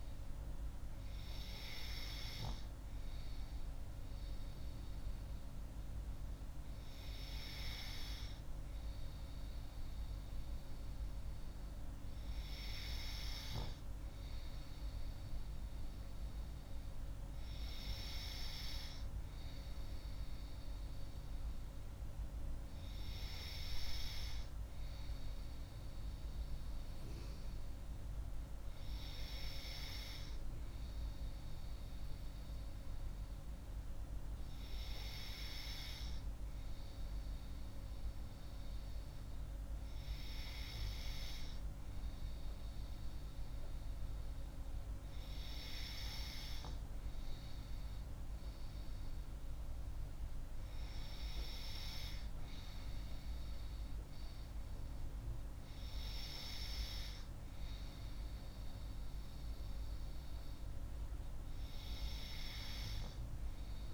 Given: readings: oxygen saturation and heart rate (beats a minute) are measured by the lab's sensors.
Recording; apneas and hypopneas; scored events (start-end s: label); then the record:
breathing in sleep by a room microphone; none
none scored
From the record:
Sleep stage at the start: N3 (deep sleep); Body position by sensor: on the left side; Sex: female